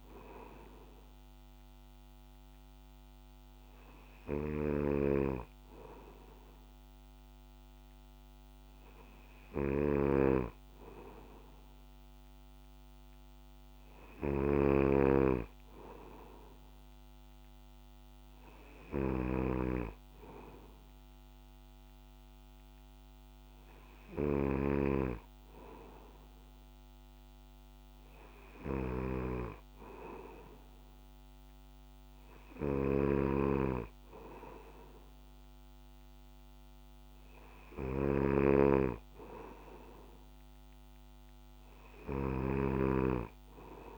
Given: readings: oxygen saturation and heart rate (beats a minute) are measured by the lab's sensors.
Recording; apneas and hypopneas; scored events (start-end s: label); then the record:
breathing in sleep by a microphone on the trachea; none
0.00-43.98 s: snoring (device-marked)
From the record:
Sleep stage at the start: N2 (light sleep); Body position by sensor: on the back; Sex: male